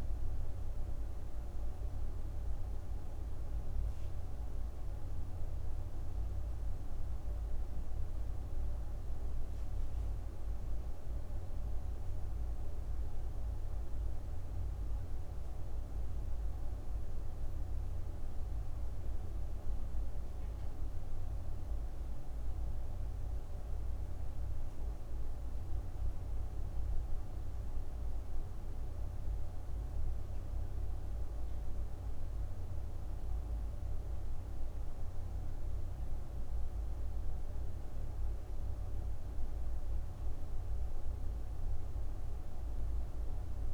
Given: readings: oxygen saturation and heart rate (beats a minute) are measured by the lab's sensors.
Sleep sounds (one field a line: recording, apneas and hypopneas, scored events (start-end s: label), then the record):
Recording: breathing in sleep, hard to hear, by a room microphone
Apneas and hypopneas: none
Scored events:
none scored
From the record:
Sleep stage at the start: N2 (light sleep)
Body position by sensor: on the right side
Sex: female